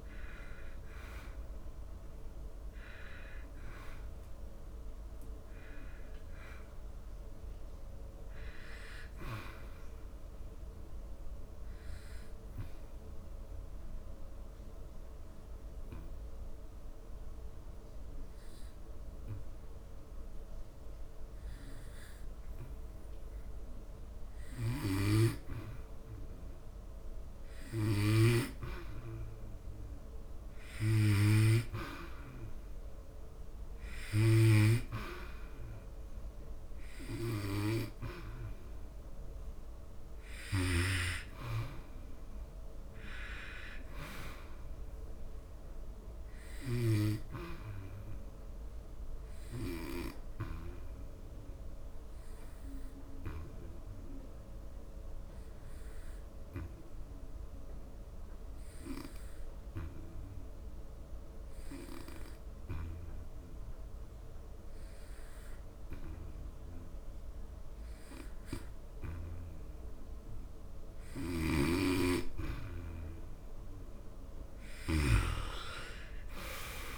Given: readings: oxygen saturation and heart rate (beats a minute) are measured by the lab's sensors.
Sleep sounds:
breathing in sleep by a room microphone; 2
0.00-9.50 s: oxygen desaturation (device-marked, oxygen 89% lowest, heart rate 67 extreme)
11.00-25.50 s: obstructive apnea (oxygen 97% before, 89% lowest, heart rate 84 before, 66 extreme, up 4 after)
27.50-31.00 s: arousal
31.50-55.50 s: oxygen desaturation (device-marked, oxygen 97% before, 90% lowest, heart rate 76 before, 68 extreme)
49.50-71.50 s: obstructive apnea (oxygen 97% before, 87% lowest, heart rate 74 before, 68 extreme, up 5 after)
71.50-76.98 s: oxygen desaturation (device-marked, oxygen 95% before, 87% lowest, heart rate 74 before, 70 extreme)
From the record:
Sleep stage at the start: N2 (light sleep); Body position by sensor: on the back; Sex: male

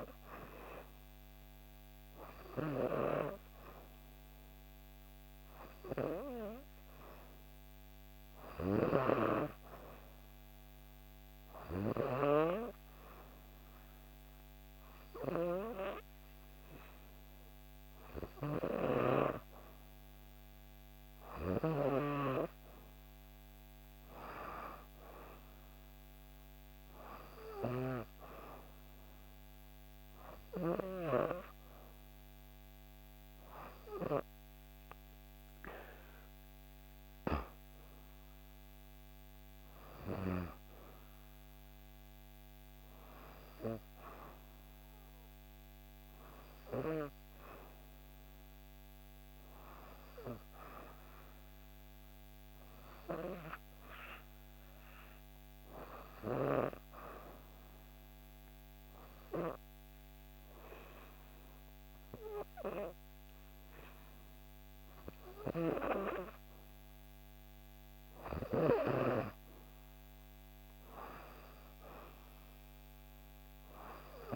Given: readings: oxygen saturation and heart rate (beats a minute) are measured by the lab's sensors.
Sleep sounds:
breathing in sleep by a microphone on the trachea; 2
0.00-11.00 s: oxygen desaturation (device-marked, oxygen 90% lowest, heart rate 65 extreme)
1.50-18.50 s: hypopnea (oxygen 95% before, 90% lowest, heart rate 66 before, 65 extreme, up 2 after)
20.00-23.50 s: arousal
57.00-68.00 s: obstructive apnea (oxygen 95% before, 92% lowest, heart rate 65 before, 65 extreme, up 3 after)
70.00-73.50 s: arousal
From the record:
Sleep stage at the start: N2 (light sleep); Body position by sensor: on the back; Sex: female

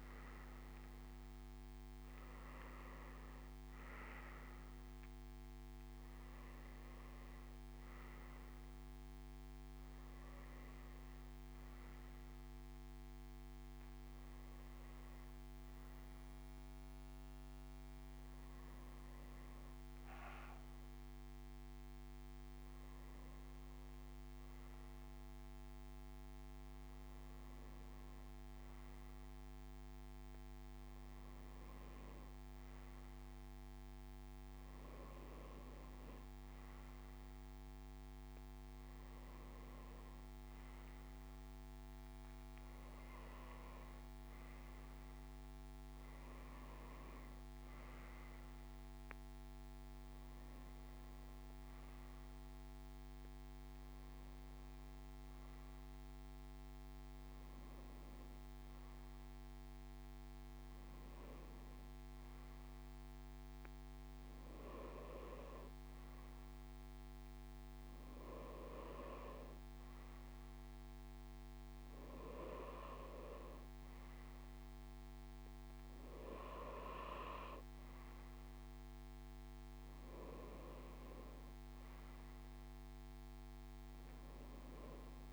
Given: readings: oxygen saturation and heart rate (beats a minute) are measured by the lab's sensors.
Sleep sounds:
breathing in sleep by a microphone on the trachea; none
30.50-85.33 s: new sleep stage, N3 (deep sleep)
From the record:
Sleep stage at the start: N2 (light sleep); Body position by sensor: on the back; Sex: male

